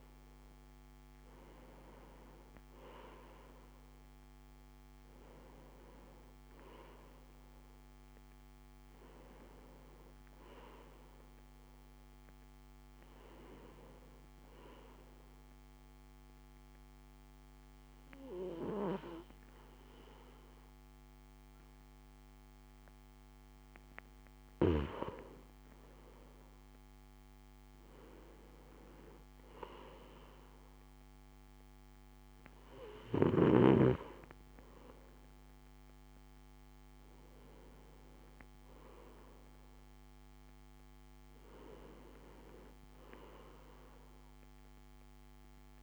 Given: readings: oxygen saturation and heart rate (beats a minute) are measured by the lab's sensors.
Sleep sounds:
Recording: breathing in sleep by a microphone on the trachea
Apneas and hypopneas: 1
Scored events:
0.00-12.50 s: oxygen desaturation (device-marked, oxygen 88% lowest, heart rate 56 extreme)
15.50-25.50 s: obstructive apnea (oxygen 97% before, 93% lowest, heart rate 60 before, 56 extreme, up 3 after)
27.50-32.00 s: arousal
From the record:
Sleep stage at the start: REM sleep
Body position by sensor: on the right side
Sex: male

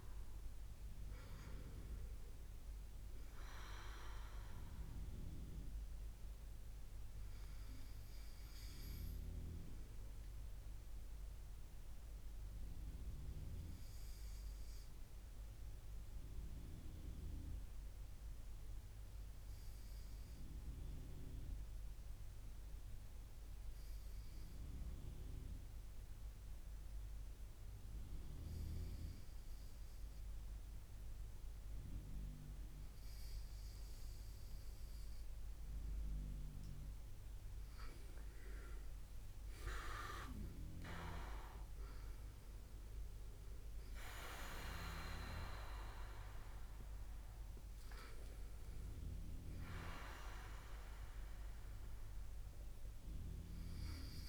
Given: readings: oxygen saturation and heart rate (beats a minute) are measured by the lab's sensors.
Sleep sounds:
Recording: breathing in sleep by a room microphone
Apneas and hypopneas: 1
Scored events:
5.00-34.50 s: obstructive apnea (oxygen 98% before, 97% lowest, heart rate 68 before, 55 extreme, up 2 after)
35.50-38.50 s: arousal
From the record:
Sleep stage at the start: N2 (light sleep)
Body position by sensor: on the right side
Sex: male

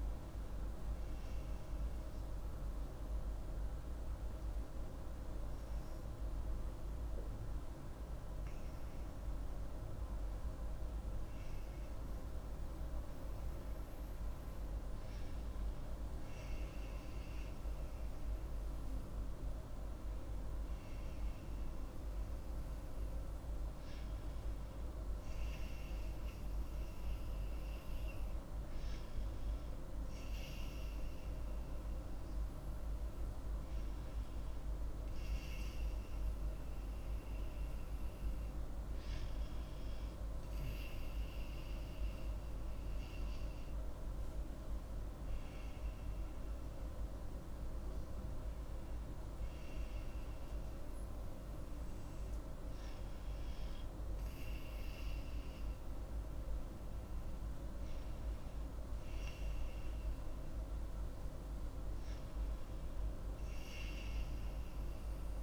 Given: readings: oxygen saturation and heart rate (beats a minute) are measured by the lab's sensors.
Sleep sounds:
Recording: breathing in sleep, hard to hear, by a room microphone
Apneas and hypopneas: none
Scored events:
17.00-65.43 s: new sleep stage, N2 (light sleep)
From the record:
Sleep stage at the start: N1 (lightest sleep)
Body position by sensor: on the right side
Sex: female

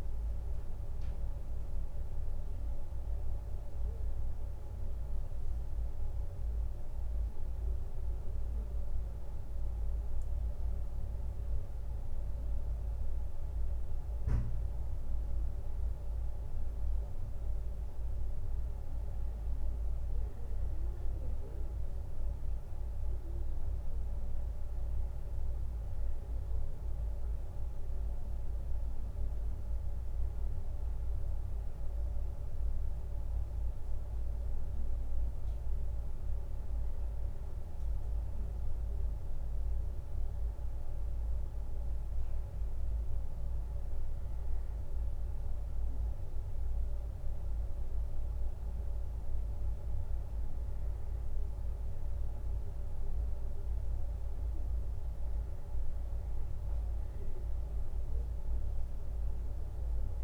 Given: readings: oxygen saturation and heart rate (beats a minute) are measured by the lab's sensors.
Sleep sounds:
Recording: a person awake in a sleep study, hard to hear, by a room microphone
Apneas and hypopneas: none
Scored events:
none scored
From the record:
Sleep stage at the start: awake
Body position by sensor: on the left side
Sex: male

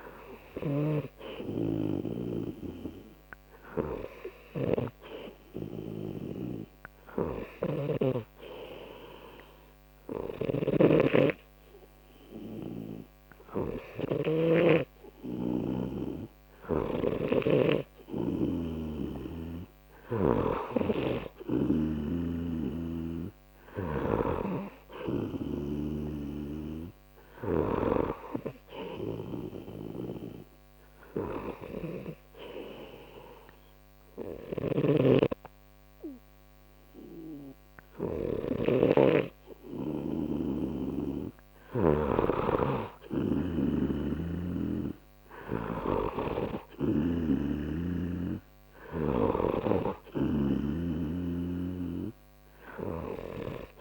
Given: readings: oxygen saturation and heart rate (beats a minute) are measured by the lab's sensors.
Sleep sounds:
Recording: breathing in sleep by a microphone on the trachea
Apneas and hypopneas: 2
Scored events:
1.50-20.50 s: snoring (device-marked)
5.00-18.50 s: hypopnea (oxygen 94% before, 92% lowest)
20.00-24.00 s: arousal
22.50-26.00 s: snoring (device-marked)
29.50-40.50 s: hypopnea (oxygen 94% before, 91% lowest, heart rate 44 before, 28 extreme, up 8 after)
34.50-42.00 s: snoring (device-marked)
44.50-47.50 s: arousal
51.50-53.81 s: snoring (device-marked)
From the record:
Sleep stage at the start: N2 (light sleep)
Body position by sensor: on the right side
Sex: male

